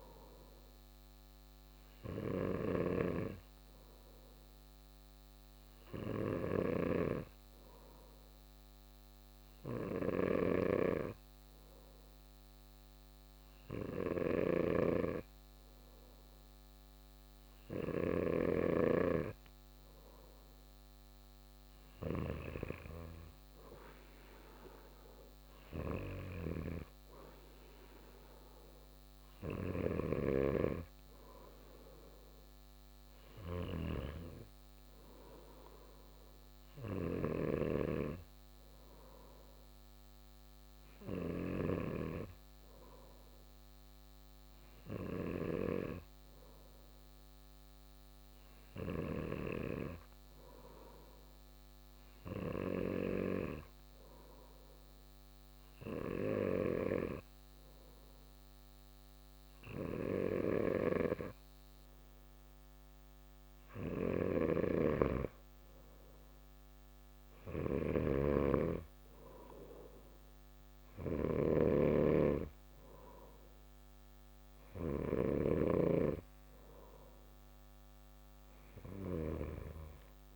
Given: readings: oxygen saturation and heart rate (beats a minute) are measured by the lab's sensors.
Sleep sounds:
breathing in sleep by a microphone on the trachea; 1
2.00-18.50 s: hypopnea (oxygen 97% before, 94% lowest)
18.00-22.00 s: snoring (device-marked)
29.50-37.50 s: snoring (device-marked)
50.50-54.50 s: arousal
64.00-75.00 s: snoring (device-marked)
From the record:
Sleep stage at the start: N2 (light sleep); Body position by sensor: on the back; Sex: male

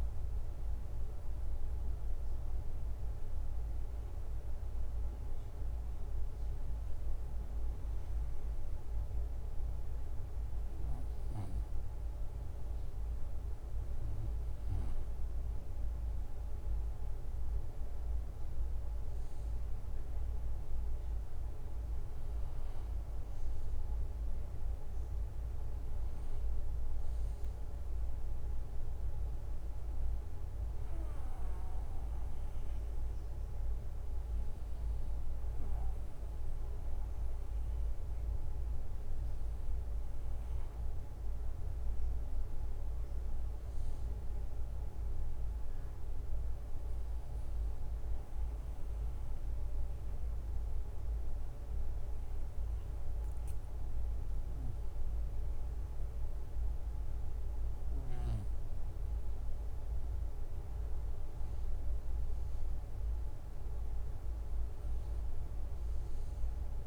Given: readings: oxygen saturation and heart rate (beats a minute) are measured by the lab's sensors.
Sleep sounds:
breathing in sleep, hard to hear, by a room microphone; 2
7.00-17.50 s: obstructive apnea (oxygen 95% before, 90% lowest, heart rate 68 before, 67 extreme, up 5 after)
20.00-24.00 s: arousal
47.00-60.00 s: hypopnea (oxygen 95% before, 90% lowest, heart rate 70 before, 65 extreme, up 5 after)
63.50-66.87 s: oxygen desaturation (device-marked, oxygen 94% before, 90% lowest, heart rate 71 before, 64 extreme)
64.00-66.87 s: arousal
From the record:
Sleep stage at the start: N2 (light sleep); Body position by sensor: on the right side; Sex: male

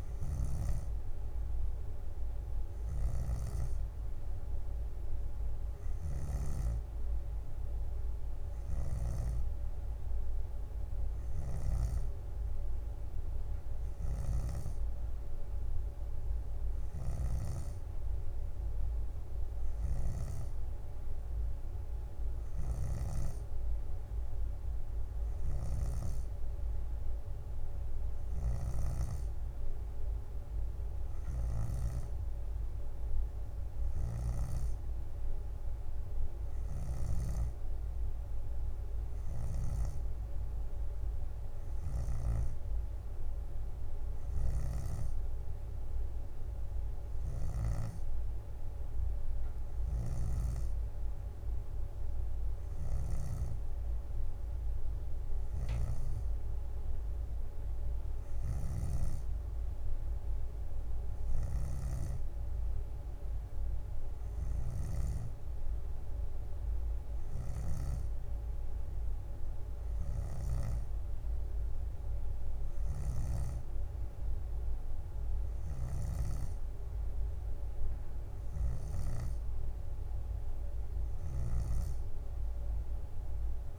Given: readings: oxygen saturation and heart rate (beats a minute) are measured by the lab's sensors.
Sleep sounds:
breathing in sleep, hard to hear, by a room microphone; none
2.50-4.50 s: leg movement (device-marked)
11.00-16.50 s: leg movement (device-marked)
19.50-23.50 s: leg movement (device-marked)
36.50-40.00 s: leg movement (device-marked)
44.00-54.00 s: leg movement (device-marked)
58.50-60.00 s: leg movement (device-marked)
58.50-62.00 s: snoring (device-marked)
61.50-63.00 s: leg movement (device-marked)
75.50-81.00 s: leg movement (device-marked)
From the record:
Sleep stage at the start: N3 (deep sleep); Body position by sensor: on the back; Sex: female

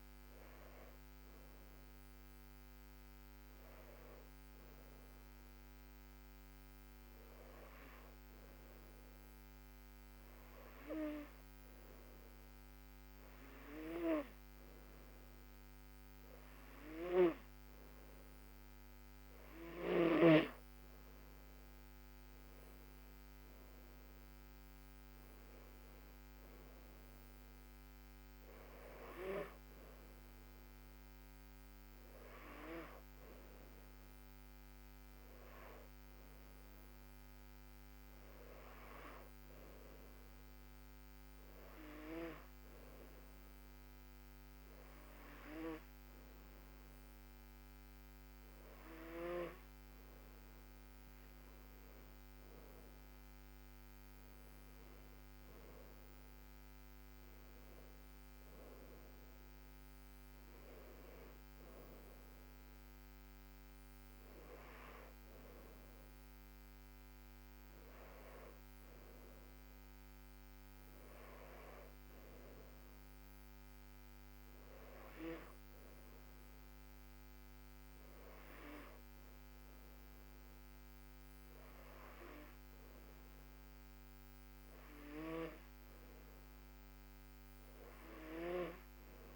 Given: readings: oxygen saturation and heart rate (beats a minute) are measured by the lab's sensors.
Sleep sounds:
breathing in sleep by a microphone on the trachea; 2
1.50-17.50 s: hypopnea (oxygen 96% before, 94% lowest, heart rate 78 before, 73 extreme, up 6 after)
21.50-25.50 s: arousal
34.00-49.00 s: hypopnea (oxygen 97% before, 94% lowest, heart rate 79 before, 74 extreme, up 5 after)
51.00-56.50 s: arousal
From the record:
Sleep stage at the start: N2 (light sleep); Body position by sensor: on the back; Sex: female

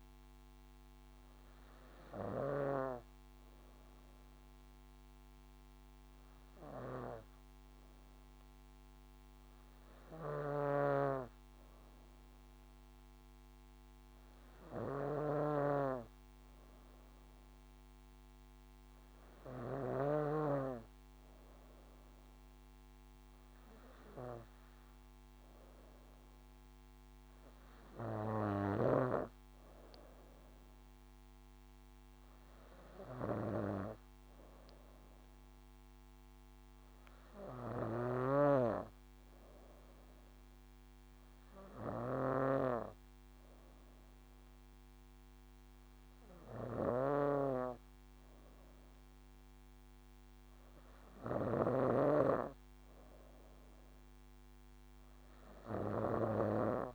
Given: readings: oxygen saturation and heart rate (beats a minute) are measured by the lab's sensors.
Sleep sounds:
breathing in sleep by a microphone on the trachea; none
0.00-20.00 s: snoring (device-marked)
37.50-51.50 s: snoring (device-marked)
From the record:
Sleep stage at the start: N2 (light sleep); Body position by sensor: on the back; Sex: female

